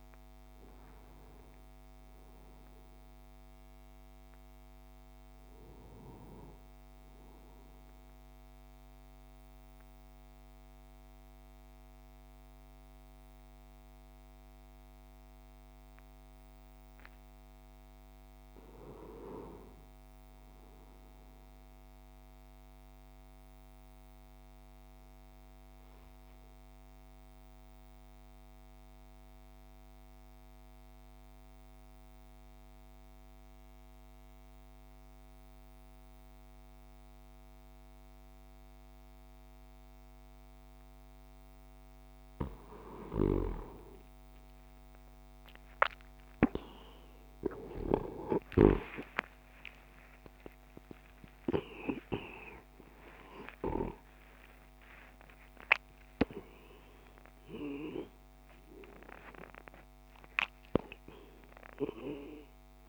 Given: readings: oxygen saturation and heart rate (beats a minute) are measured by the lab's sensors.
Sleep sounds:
breathing in sleep by a microphone on the trachea; 1
0.00-10.50 s: oxygen desaturation (device-marked, oxygen 90% lowest, heart rate 58 extreme)
23.00-42.50 s: mixed apnea (oxygen 99% before, 91% lowest, heart rate 75 before, 58 extreme, up 24 after)
45.50-62.89 s: oxygen desaturation (device-marked, oxygen 98% before, 91% lowest, heart rate 59 before, 58 extreme)
49.00-55.00 s: arousal
From the record:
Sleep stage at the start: N2 (light sleep); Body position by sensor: on the right side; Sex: male

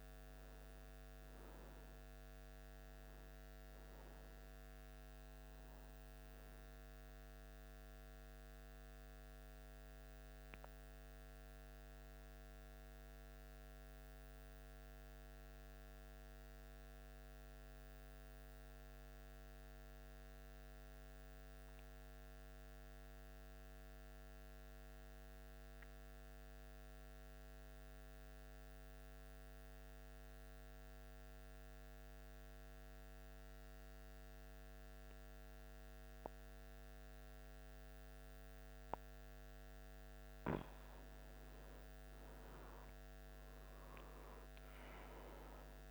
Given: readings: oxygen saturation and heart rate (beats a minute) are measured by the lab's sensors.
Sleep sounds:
breathing in sleep, hard to hear, by a microphone on the trachea; 1
7.00-40.00 s: obstructive apnea (oxygen 97% before, 87% lowest, heart rate 78 before, 76 extreme, up 9 after)
26.00-44.00 s: oxygen desaturation (device-marked, oxygen 97% before, 90% lowest, heart rate 77 before, 76 extreme)
42.50-45.91 s: arousal
From the record:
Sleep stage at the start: N2 (light sleep); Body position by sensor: on the back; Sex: male

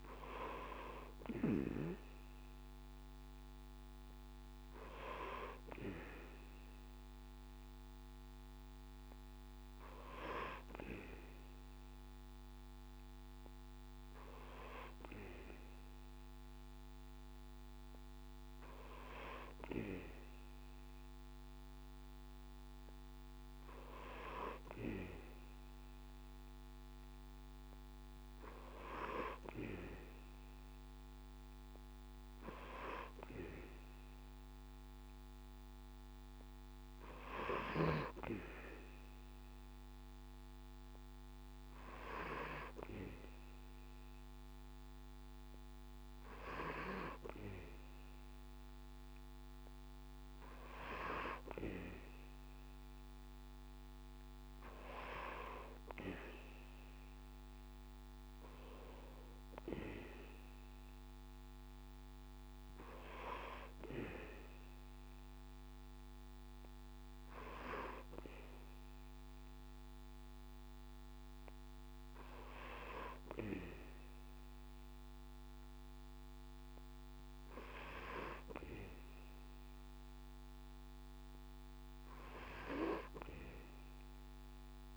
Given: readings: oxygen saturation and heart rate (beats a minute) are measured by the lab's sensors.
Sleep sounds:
breathing in sleep by a microphone on the trachea; none
none scored
From the record:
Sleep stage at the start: N2 (light sleep); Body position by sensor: on the back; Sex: male

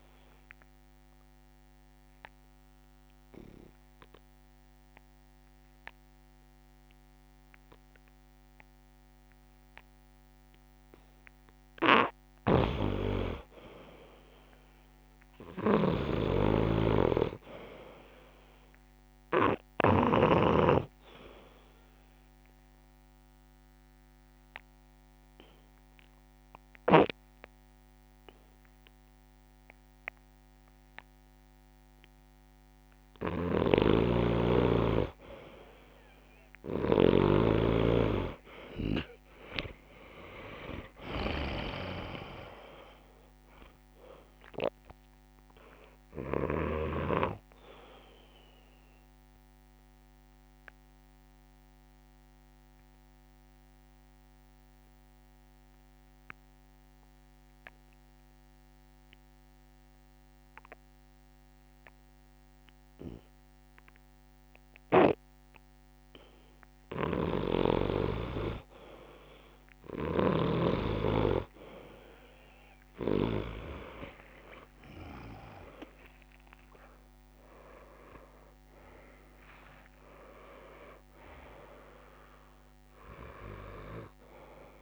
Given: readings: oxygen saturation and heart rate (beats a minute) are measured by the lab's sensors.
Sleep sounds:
breathing in sleep by a microphone on the trachea; 3
0.00-14.00 s: oxygen desaturation (device-marked, oxygen 89% lowest)
1.00-12.00 s: obstructive apnea (oxygen 95% before, 88% lowest)
12.50-20.50 s: snoring (device-marked)
15.50-18.50 s: arousal
21.00-35.00 s: oxygen desaturation (device-marked, oxygen 96% before, 90% lowest)
21.50-33.00 s: obstructive apnea (oxygen 96% before, 88% lowest)
33.50-46.50 s: snoring (device-marked)
37.00-39.50 s: arousal
41.50-43.50 s: long interval between heartbeats (device-marked)
45.00-65.00 s: oxygen desaturation (device-marked, oxygen 95% before, 88% lowest)
47.00-49.00 s: long interval between heartbeats (device-marked)
49.00-65.50 s: obstructive apnea (oxygen 95% before, 88% lowest)
66.50-68.50 s: arousal
67.00-73.50 s: snoring (device-marked)
71.00-84.82 s: oxygen desaturation (device-marked, oxygen 99% before, 90% lowest)
74.00-76.00 s: long interval between heartbeats (device-marked)
74.00-78.00 s: arousal
77.00-79.00 s: long interval between heartbeats (device-marked, heart rate 37 before, 94 extreme)
From the record:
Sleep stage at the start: N2 (light sleep); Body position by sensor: on the back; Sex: male

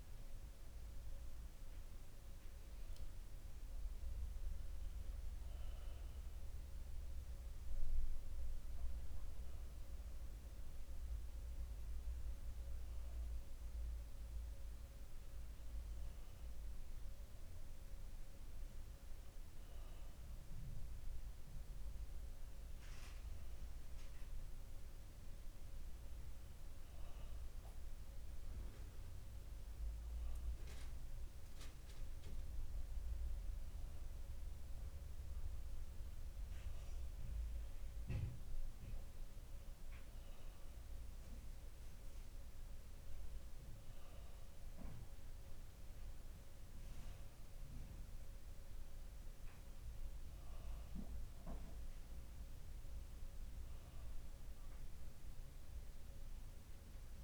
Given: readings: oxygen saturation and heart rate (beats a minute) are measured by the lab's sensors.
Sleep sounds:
breathing in sleep, hard to hear, by a room microphone; none
none scored
From the record:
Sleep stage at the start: N2 (light sleep); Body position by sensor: on the back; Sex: male

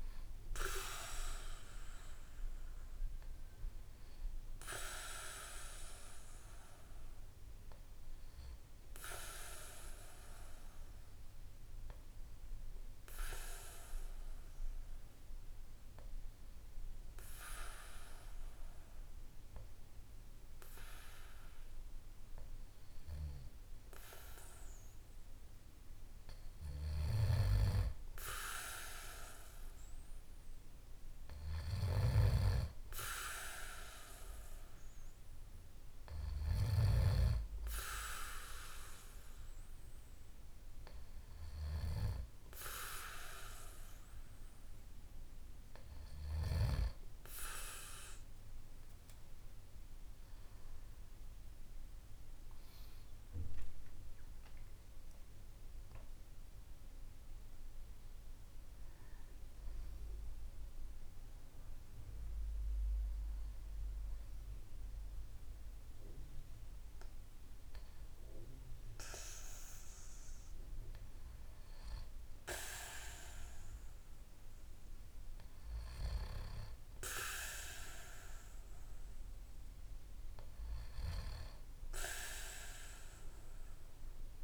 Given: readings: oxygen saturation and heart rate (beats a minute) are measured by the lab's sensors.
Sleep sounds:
a person partly awake in a sleep study, by a room microphone; 1
7.50-23.00 s: hypopnea (oxygen 96% before, 93% lowest, heart rate 55 before, 49 extreme, up 4 after)
25.00-27.50 s: arousal
61.00-84.44 s: new sleep stage, awake
From the record:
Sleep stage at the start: N2 (light sleep); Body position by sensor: on the back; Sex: male

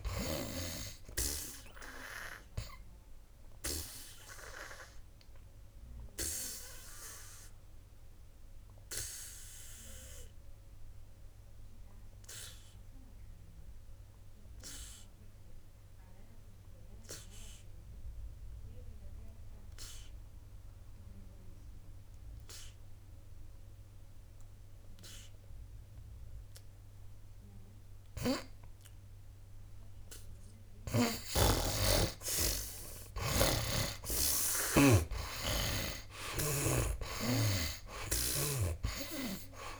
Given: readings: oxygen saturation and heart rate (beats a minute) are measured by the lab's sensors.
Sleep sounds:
breathing in sleep by a room microphone; 1
0.00-25.00 s: oxygen desaturation (device-marked, oxygen 67% lowest, heart rate 58 extreme)
2.00-30.50 s: obstructive apnea (oxygen 95% before, 67% lowest, heart rate 65 before, 58 extreme, up 16 after)
31.50-35.00 s: snoring (device-marked)
34.00-37.50 s: arousal
From the record:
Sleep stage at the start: N2 (light sleep); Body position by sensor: on the back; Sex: male

